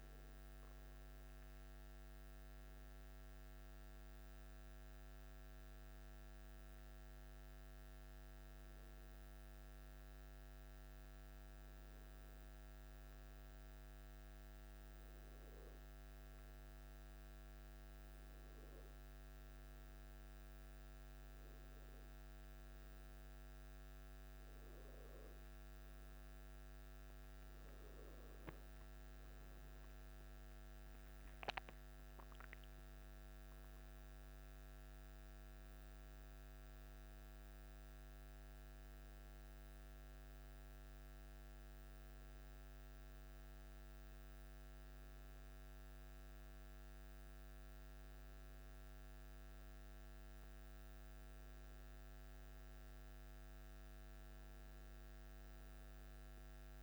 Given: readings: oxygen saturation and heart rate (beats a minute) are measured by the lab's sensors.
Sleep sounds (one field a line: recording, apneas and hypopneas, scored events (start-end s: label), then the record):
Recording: a person awake in a sleep study, hard to hear, by a microphone on the trachea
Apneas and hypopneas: none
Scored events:
none scored
From the record:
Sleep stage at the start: awake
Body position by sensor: on the back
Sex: male